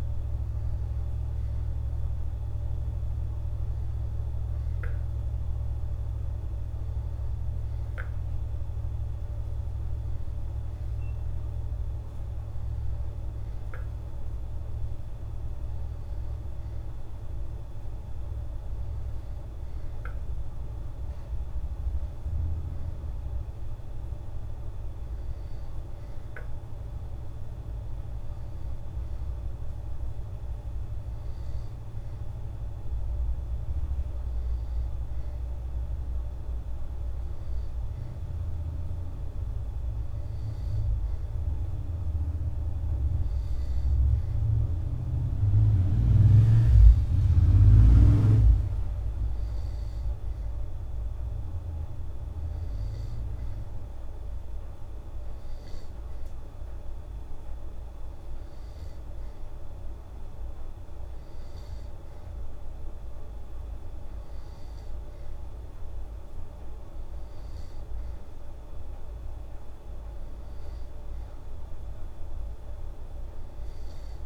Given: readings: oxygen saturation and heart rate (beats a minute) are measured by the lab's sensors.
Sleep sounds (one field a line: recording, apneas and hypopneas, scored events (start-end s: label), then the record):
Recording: breathing in sleep by a room microphone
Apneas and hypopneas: none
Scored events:
none scored
From the record:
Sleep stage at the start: N2 (light sleep)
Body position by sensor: on the back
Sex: female